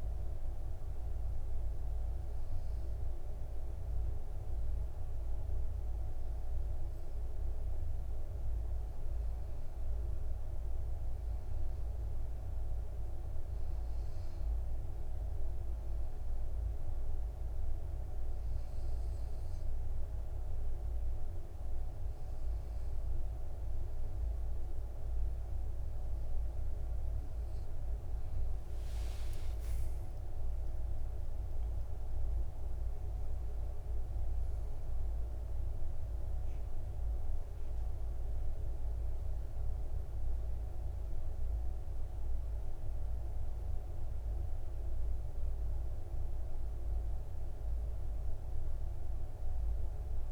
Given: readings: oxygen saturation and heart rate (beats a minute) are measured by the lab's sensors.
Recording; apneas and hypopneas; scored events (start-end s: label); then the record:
breathing in sleep, hard to hear, by a room microphone; 1
10.00-12.50 s: arousal
17.00-27.50 s: obstructive apnea (oxygen 97% before, 92% lowest, heart rate 60 before, 57 extreme, up 12 after)
29.00-33.50 s: arousal
From the record:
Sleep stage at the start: N2 (light sleep); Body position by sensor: on the back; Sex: male